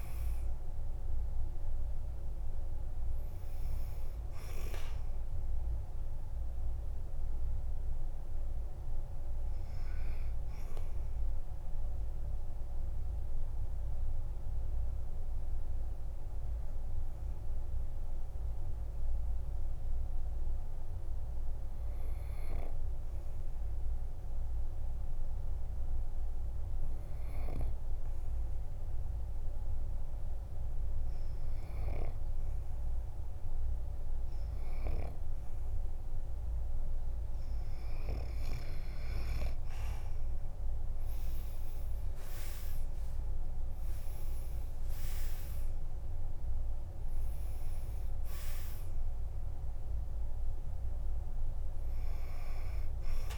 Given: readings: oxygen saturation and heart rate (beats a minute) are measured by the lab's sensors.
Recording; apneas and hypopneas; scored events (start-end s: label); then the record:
breathing in sleep, hard to hear, by a room microphone; 1
0.00-25.00 s: oxygen desaturation (device-marked, oxygen 91% lowest, heart rate 47 extreme)
12.00-37.00 s: obstructive apnea (oxygen 98% before, 91% lowest, heart rate 56 before, 48 extreme, up 11 after)
39.00-47.00 s: oxygen desaturation (device-marked, oxygen 99% before, 95% lowest, heart rate 50 before, 47 extreme)
41.50-47.00 s: arousal
51.00-53.38 s: oxygen desaturation (device-marked, oxygen 97% before, 92% lowest, heart rate 56 before, 47 extreme)
From the record:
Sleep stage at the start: N2 (light sleep); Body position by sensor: on the back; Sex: male